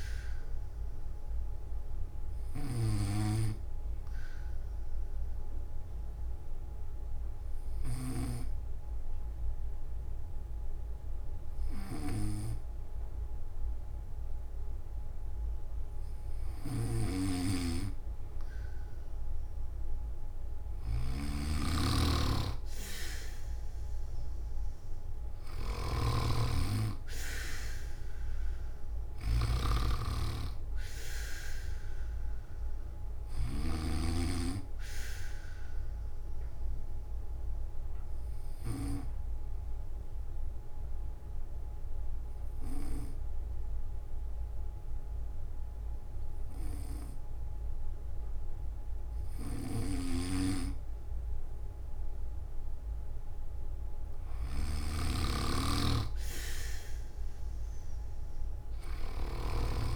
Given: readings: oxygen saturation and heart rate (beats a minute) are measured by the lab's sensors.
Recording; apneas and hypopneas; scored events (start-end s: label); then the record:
breathing in sleep by a room microphone; 2
0.00-8.00 s: snoring (device-marked)
0.00-16.50 s: oxygen desaturation (device-marked, oxygen 92% lowest, heart rate 64 extreme)
3.00-16.50 s: obstructive apnea (oxygen 97% before, 91% lowest, heart rate 113 before, 64 extreme, up 1 after)
16.50-33.50 s: snoring (device-marked)
27.50-55.50 s: oxygen desaturation (device-marked, oxygen 97% before, 91% lowest, heart rate 115 before, 44 extreme)
35.00-49.00 s: obstructive apnea (oxygen 97% before, 91% lowest, heart rate 101 before, 44 extreme, up 38 after)
49.50-59.96 s: snoring (device-marked)
From the record:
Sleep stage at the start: N1 (lightest sleep); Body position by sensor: on the back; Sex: male